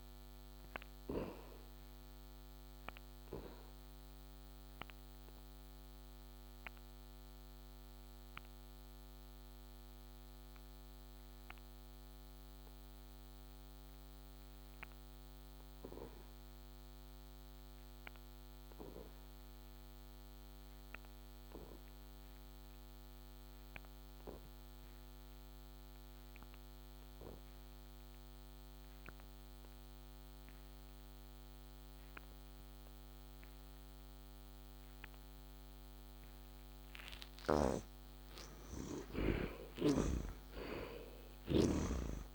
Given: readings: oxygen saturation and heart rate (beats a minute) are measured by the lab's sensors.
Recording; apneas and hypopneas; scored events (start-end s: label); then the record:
breathing in sleep by a microphone on the trachea; 1
0.00-26.00 s: oxygen desaturation (device-marked, oxygen 58% lowest, heart rate 65 extreme)
0.50-35.00 s: obstructive apnea (oxygen 83% before, 58% lowest, heart rate 71 before, 65 extreme, up 11 after)
28.00-41.00 s: oxygen desaturation (device-marked, oxygen 86% before, 66% lowest, heart rate 66 before, 68 extreme)
38.00-42.00 s: arousal
From the record:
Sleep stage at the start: N2 (light sleep); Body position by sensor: on the back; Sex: male